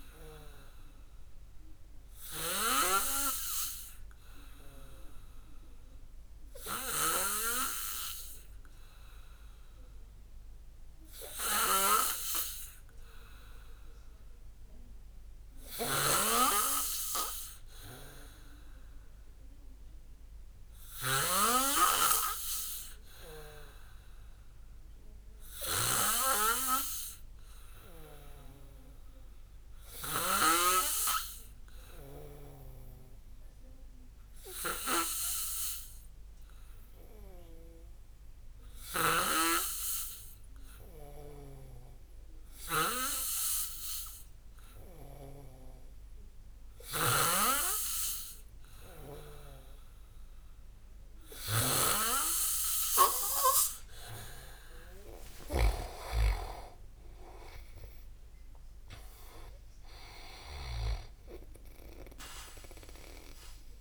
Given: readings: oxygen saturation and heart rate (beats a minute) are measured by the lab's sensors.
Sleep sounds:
breathing in sleep by a room microphone; 1
0.00-30.50 s: snoring (device-marked)
2.50-15.00 s: obstructive apnea (oxygen 95% before, 92% lowest, heart rate 56 before, 29 extreme)
19.50-24.00 s: arousal
39.00-61.00 s: snoring (device-marked)
55.00-59.50 s: leg movement (device-marked)
From the record:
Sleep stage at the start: N2 (light sleep); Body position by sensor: on the back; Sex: male

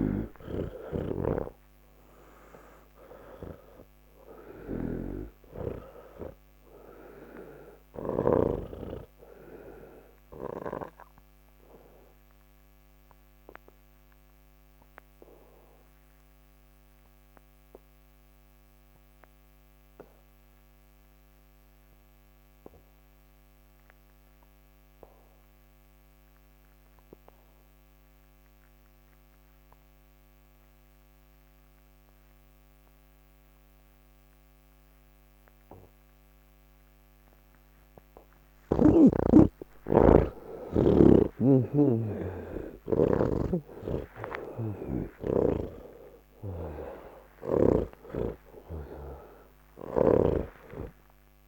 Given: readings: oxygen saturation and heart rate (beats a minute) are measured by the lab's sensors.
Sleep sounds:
breathing in sleep by a microphone on the trachea; 1
0.00-22.50 s: oxygen desaturation (device-marked, oxygen 80% lowest, heart rate 29 extreme)
0.50-51.48 s: new sleep stage, N1 (lightest sleep)
1.00-8.50 s: snoring (device-marked)
10.50-37.00 s: obstructive apnea (oxygen 97% before, 80% lowest, heart rate 85 before, 29 extreme)
38.50-51.48 s: oxygen desaturation (device-marked, oxygen 98% before, 82% lowest)
43.50-48.00 s: snoring (device-marked)
50.00-51.48 s: snoring (device-marked)
From the record:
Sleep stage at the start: N3 (deep sleep); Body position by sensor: on the back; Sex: male

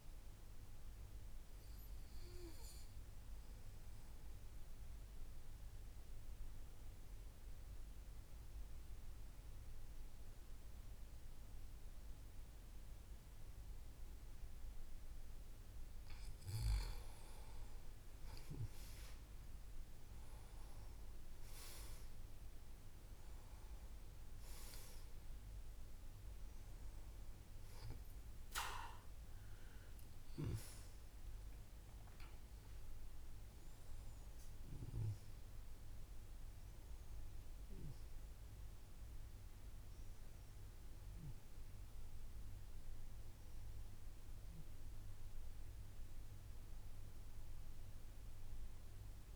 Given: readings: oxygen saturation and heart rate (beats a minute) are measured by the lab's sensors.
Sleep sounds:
breathing in sleep by a room microphone; 1
3.50-16.00 s: obstructive apnea (oxygen 97% before, 89% lowest, heart rate 58 before, 57 extreme, up 4 after)
16.00-49.00 s: oxygen desaturation (device-marked, oxygen 94% before, 89% lowest, heart rate 57 before, 56 extreme)
18.50-22.50 s: arousal
43.00-49.36 s: new sleep stage, N1 (lightest sleep)
From the record:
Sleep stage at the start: N2 (light sleep); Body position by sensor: on the back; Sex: male

